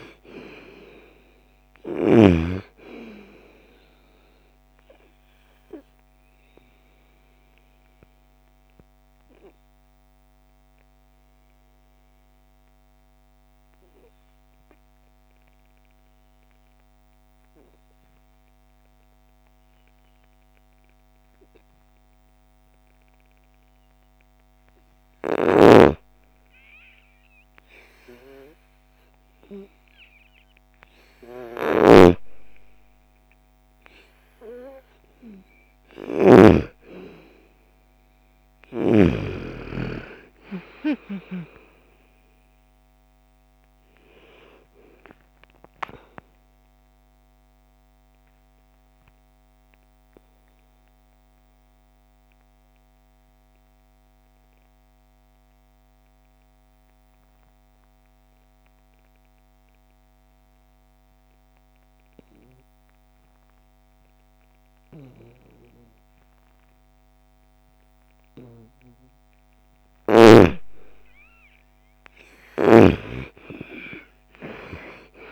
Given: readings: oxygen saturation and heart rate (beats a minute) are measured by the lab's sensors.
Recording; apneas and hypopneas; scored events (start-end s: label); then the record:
breathing in sleep by a microphone on the trachea; 2
0.00-16.00 s: oxygen desaturation (device-marked, oxygen 86% lowest, heart rate 55 extreme)
5.00-29.50 s: obstructive apnea (oxygen 98% before, 84% lowest, heart rate 59 before, 55 extreme, up 12 after)
30.00-62.00 s: oxygen desaturation (device-marked, oxygen 98% before, 88% lowest, heart rate 56 before, 56 extreme)
31.00-38.50 s: snoring (device-marked)
35.00-39.50 s: arousal
47.00-68.00 s: obstructive apnea (oxygen 98% before, 84% lowest, heart rate 65 before, 56 extreme, up 19 after)
68.00-75.32 s: oxygen desaturation (device-marked, oxygen 99% before, 84% lowest, heart rate 60 before, 58 extreme)
69.50-72.50 s: arousal
71.50-75.32 s: snoring (device-marked)
From the record:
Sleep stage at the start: N2 (light sleep); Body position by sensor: on the right side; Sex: female